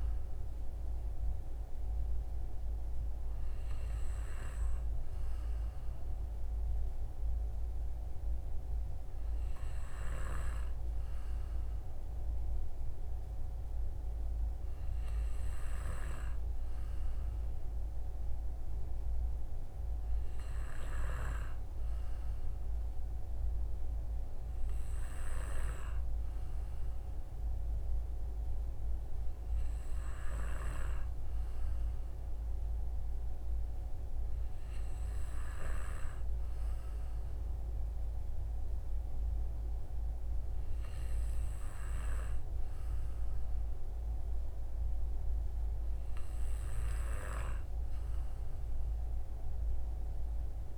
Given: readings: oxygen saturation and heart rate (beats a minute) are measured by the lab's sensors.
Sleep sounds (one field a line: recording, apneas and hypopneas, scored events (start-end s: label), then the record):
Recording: breathing in sleep by a room microphone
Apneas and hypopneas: none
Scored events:
none scored
From the record:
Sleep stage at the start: N2 (light sleep)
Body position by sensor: on the right side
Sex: male